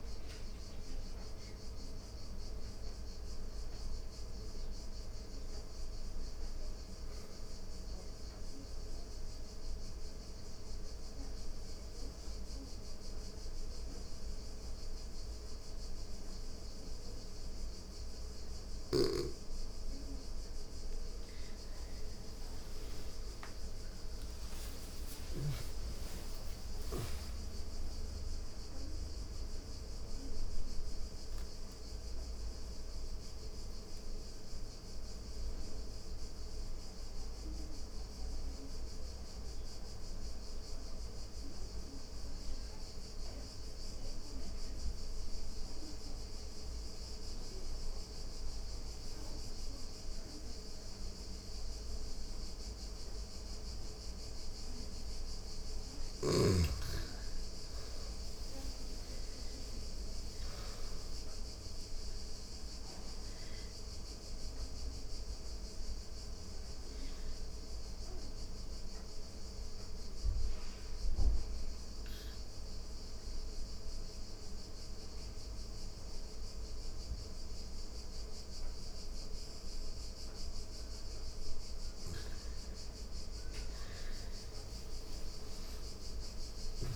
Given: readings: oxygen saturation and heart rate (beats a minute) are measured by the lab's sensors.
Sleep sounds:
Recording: breathing in sleep, hard to hear, by a room microphone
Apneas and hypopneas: 3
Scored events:
0.00-7.50 s: oxygen desaturation (device-marked, oxygen 91% lowest, heart rate 87 extreme)
7.00-18.50 s: obstructive apnea (oxygen 98% before, 88% lowest, heart rate 90 before, 87 extreme, up 24 after)
19.50-38.50 s: oxygen desaturation (device-marked, oxygen 97% before, 88% lowest, heart rate 89 before, 87 extreme)
20.50-26.00 s: arousal
43.00-54.50 s: obstructive apnea (oxygen 99% before, 88% lowest, heart rate 99 before, 87 extreme, up 3 after)
54.50-74.50 s: oxygen desaturation (device-marked, oxygen 98% before, 88% lowest, heart rate 89 before, 85 extreme)
56.50-61.50 s: arousal
67.50-82.00 s: mixed apnea (oxygen 99% before, 88% lowest, heart rate 89 before, 85 extreme, up 5 after)
83.50-86.96 s: arousal
From the record:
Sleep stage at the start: REM sleep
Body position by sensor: on the back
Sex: female

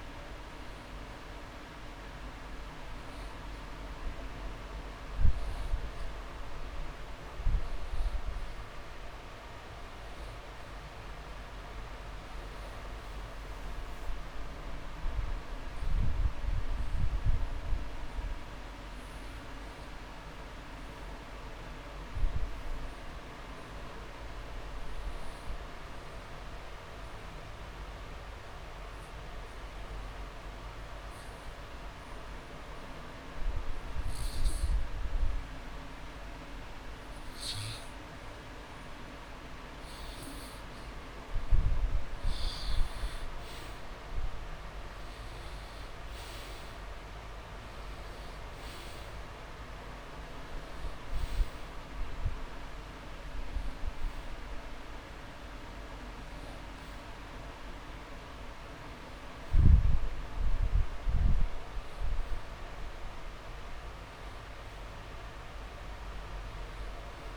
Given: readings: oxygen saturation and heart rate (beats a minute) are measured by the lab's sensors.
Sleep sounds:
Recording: breathing in sleep, hard to hear, by a room microphone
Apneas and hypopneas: 1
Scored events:
0.00-8.00 s: oxygen desaturation (device-marked, oxygen 90% lowest)
7.00-9.00 s: long interval between heartbeats (device-marked)
13.00-16.00 s: arousal
19.50-38.00 s: obstructive apnea (oxygen 100% before, 90% lowest)
21.50-23.50 s: long interval between heartbeats (device-marked)
28.00-30.00 s: long interval between heartbeats (device-marked)
39.50-43.00 s: arousal
40.50-42.50 s: long interval between heartbeats (device-marked)
45.00-67.37 s: oxygen desaturation (device-marked, oxygen 97% before, 90% lowest)
From the record:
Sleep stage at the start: N2 (light sleep)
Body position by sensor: on the back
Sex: male

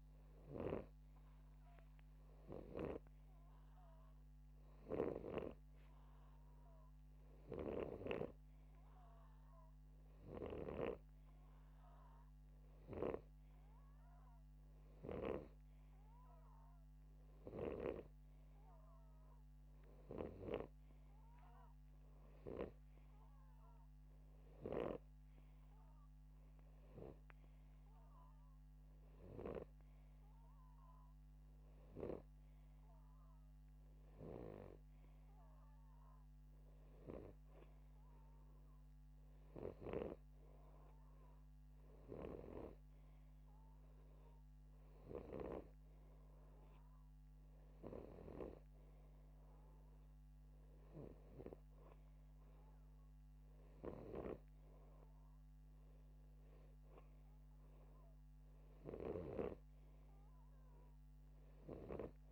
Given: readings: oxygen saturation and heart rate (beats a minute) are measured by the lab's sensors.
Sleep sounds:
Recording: breathing in sleep by a microphone on the trachea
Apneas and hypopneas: none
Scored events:
3.00-16.00 s: snoring (device-marked)
40.00-62.32 s: snoring (device-marked)
From the record:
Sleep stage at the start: N2 (light sleep)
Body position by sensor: upright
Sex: male

